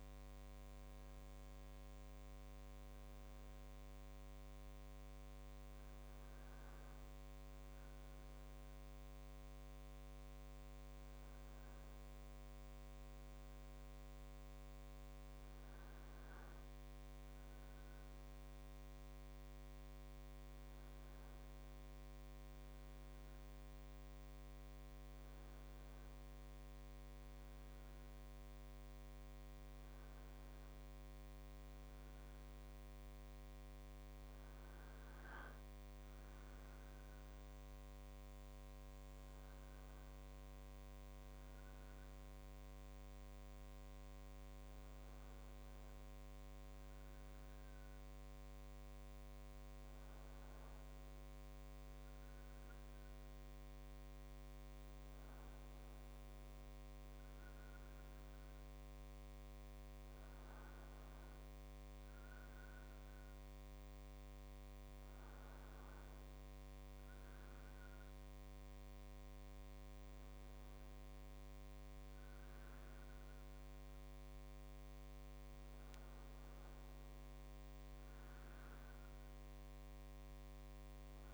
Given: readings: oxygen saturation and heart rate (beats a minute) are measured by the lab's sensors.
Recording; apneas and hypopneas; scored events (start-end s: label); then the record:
a person awake in a sleep study, hard to hear, by a microphone on the trachea; none
none scored
From the record:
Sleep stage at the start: awake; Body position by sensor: on the right side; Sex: male